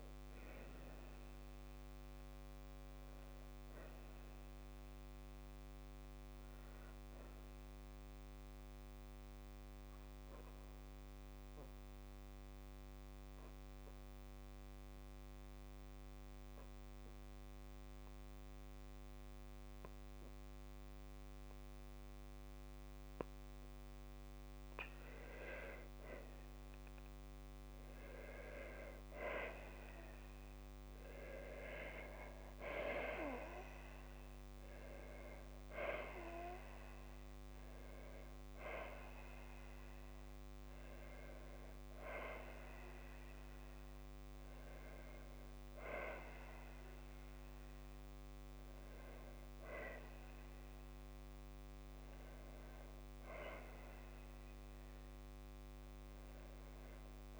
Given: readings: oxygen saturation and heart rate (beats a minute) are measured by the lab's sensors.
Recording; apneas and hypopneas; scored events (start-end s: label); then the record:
breathing in sleep by a microphone on the trachea; 1
2.00-6.00 s: arousal
9.00-25.50 s: hypopnea (oxygen 97% before, 94% lowest, heart rate 59 before, 56 extreme, up 3 after)
27.00-30.00 s: arousal
55.00-57.40 s: arousal
From the record:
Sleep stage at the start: N2 (light sleep); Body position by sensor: on the back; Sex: female